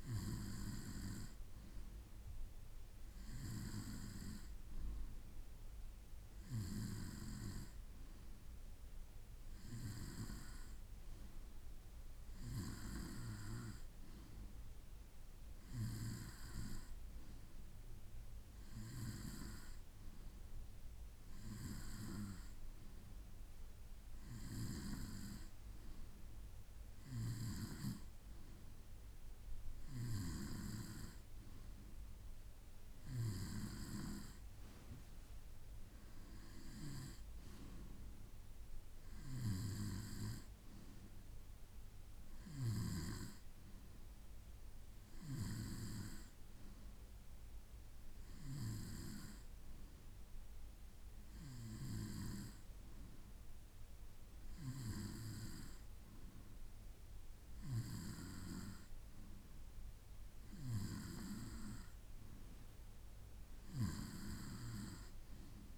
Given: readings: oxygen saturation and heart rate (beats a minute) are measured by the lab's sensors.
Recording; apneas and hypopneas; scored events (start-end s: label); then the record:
breathing in sleep by a room microphone; none
none scored
From the record:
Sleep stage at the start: N2 (light sleep); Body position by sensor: on the right side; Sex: male